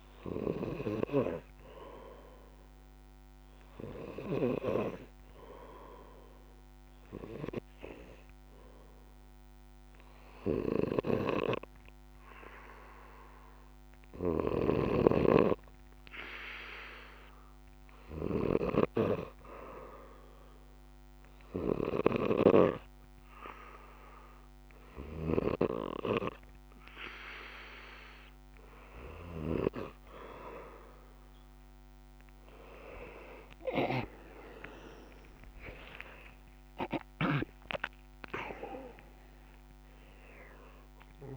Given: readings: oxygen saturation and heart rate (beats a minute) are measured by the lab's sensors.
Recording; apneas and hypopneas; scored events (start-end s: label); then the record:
breathing in sleep by a microphone on the trachea; 1
5.50-27.50 s: hypopnea (oxygen 95% before, 93% lowest, heart rate 65 before, 63 extreme, up 1 after)
32.50-36.00 s: arousal
From the record:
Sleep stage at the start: N2 (light sleep); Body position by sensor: on the back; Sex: male